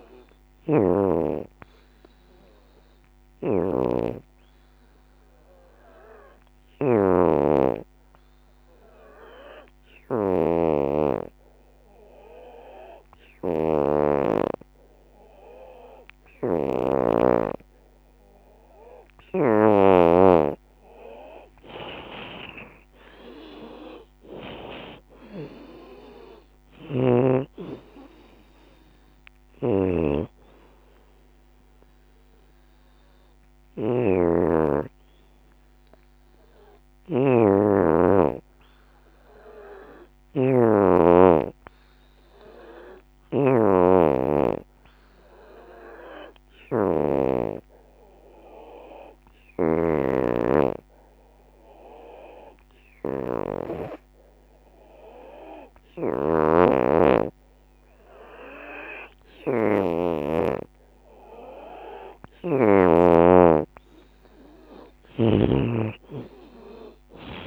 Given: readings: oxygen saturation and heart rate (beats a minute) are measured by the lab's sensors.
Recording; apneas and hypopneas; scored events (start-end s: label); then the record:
breathing in sleep by a microphone on the trachea; 2
0.00-5.00 s: drop in pulse transit time (device-marked, heart rate 77 extreme)
0.00-12.00 s: oxygen desaturation (device-marked, oxygen 85% lowest, heart rate 65 extreme)
4.50-18.50 s: obstructive apnea (oxygen 92% before, 83% lowest, heart rate 78 before, 65 extreme, up 24 after)
18.00-40.00 s: oxygen desaturation (device-marked, oxygen 91% before, 83% lowest, heart rate 76 before, 69 extreme)
20.00-32.00 s: drop in pulse transit time (device-marked, heart rate 75 before, 76 extreme)
21.50-26.00 s: arousal
42.50-61.00 s: obstructive apnea (oxygen 93% before, 83% lowest, heart rate 80 before, 67 extreme, up 19 after)
45.00-52.00 s: oxygen desaturation (device-marked, oxygen 93% before, 87% lowest, heart rate 80 before, 70 extreme)
61.00-67.46 s: oxygen desaturation (device-marked, oxygen 88% before, 84% lowest, heart rate 75 before, 67 extreme)
62.00-67.46 s: drop in pulse transit time (device-marked, heart rate 75 before, 77 extreme)
64.50-67.46 s: arousal
From the record:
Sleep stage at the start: N2 (light sleep); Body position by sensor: on the back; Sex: female